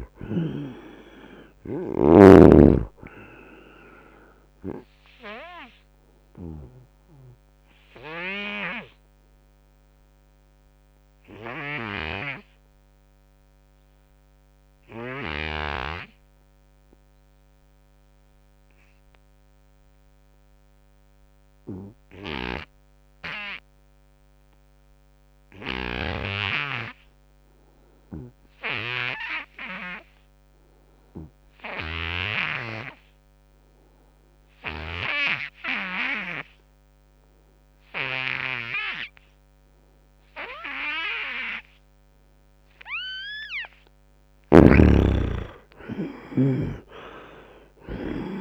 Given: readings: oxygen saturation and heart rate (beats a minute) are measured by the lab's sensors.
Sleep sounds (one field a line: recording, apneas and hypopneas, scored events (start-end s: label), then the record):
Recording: breathing in sleep by a microphone on the trachea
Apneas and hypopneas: 1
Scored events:
0.00-15.00 s: oxygen desaturation (device-marked, oxygen 70% lowest, heart rate 64 extreme)
5.50-43.50 s: obstructive apnea (oxygen 95% before, 70% lowest, heart rate 76 before, 64 extreme, up 25 after)
27.00-48.41 s: oxygen desaturation (device-marked, oxygen 99% before, 70% lowest, heart rate 87 before, 64 extreme)
44.00-48.41 s: snoring (device-marked)
45.50-48.41 s: arousal
From the record:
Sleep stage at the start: N2 (light sleep)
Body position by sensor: on the front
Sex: male